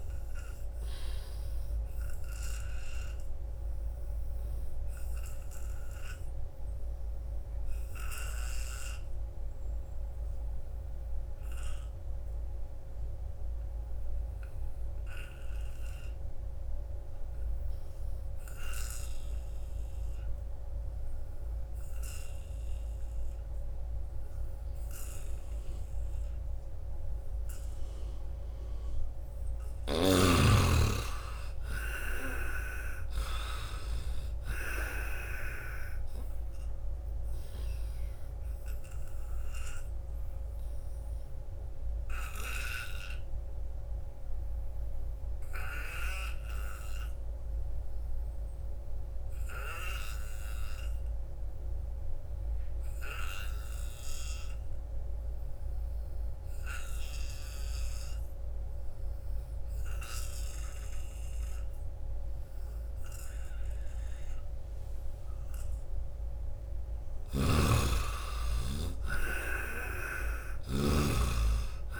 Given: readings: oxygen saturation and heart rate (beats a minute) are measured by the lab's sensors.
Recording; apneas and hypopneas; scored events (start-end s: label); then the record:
breathing in sleep by a room microphone; 2
0.00-16.00 s: oxygen desaturation (device-marked, oxygen 79% lowest, heart rate 73 extreme)
2.50-27.50 s: obstructive apnea (oxygen 98% before, 79% lowest, heart rate 82 before, 73 extreme, up 8 after)
22.00-53.00 s: oxygen desaturation (device-marked, oxygen 97% before, 79% lowest, heart rate 84 before, 73 extreme)
29.00-33.00 s: arousal
29.50-34.50 s: snoring (device-marked)
38.50-65.50 s: obstructive apnea (oxygen 97% before, 76% lowest, heart rate 79 before, 75 extreme, up 9 after)
58.00-72.00 s: oxygen desaturation (device-marked, oxygen 97% before, 77% lowest, heart rate 85 before, 75 extreme)
67.00-71.00 s: snoring (device-marked)
67.50-71.50 s: arousal
From the record:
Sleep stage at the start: N2 (light sleep); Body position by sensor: on the back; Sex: male